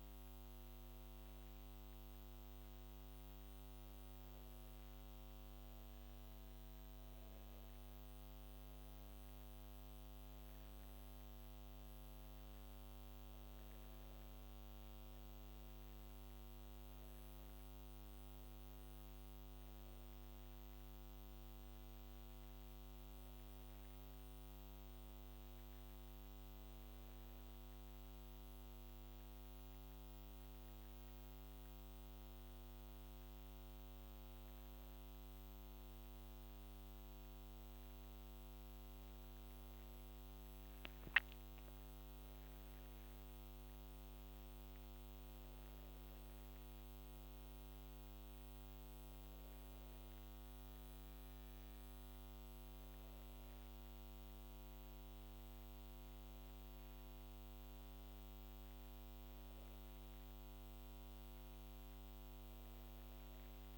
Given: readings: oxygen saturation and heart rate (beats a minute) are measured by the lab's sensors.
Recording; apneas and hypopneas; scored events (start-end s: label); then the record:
a person awake in a sleep study, hard to hear, by a microphone on the trachea; none
none scored
From the record:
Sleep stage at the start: awake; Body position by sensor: on the back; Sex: female